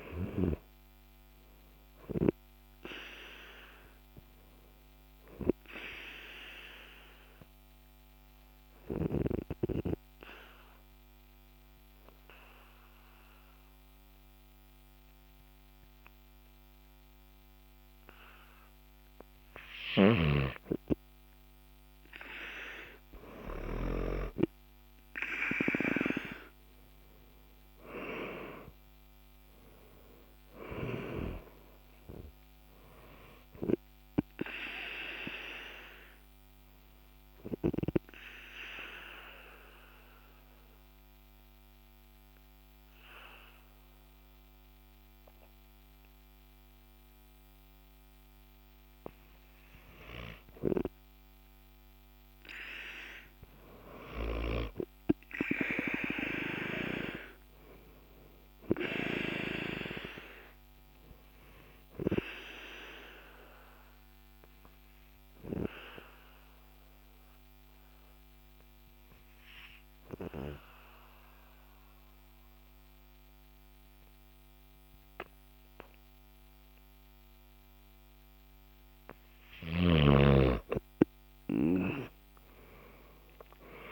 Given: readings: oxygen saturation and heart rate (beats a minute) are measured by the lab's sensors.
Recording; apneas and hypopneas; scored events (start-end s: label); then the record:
breathing in sleep by a microphone on the trachea; 3
6.00-19.50 s: obstructive apnea (oxygen 98% before, 93% lowest, heart rate 57 before, 48 extreme, up 5 after)
22.00-28.00 s: oxygen desaturation (device-marked, oxygen 98% before, 95% lowest, heart rate 54 before, 48 extreme)
27.00-29.50 s: arousal
36.50-48.50 s: obstructive apnea (oxygen 98% before, 93% lowest, heart rate 56 before, 48 extreme, up 8 after)
51.50-55.50 s: arousal
54.00-77.00 s: oxygen desaturation (device-marked, oxygen 98% before, 93% lowest, heart rate 49 before, 49 extreme)
64.50-78.50 s: obstructive apnea (oxygen 98% before, 93% lowest, heart rate 52 before, 49 extreme, up 20 after)
82.00-83.91 s: arousal
From the record:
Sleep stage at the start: N2 (light sleep); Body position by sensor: on the back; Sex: male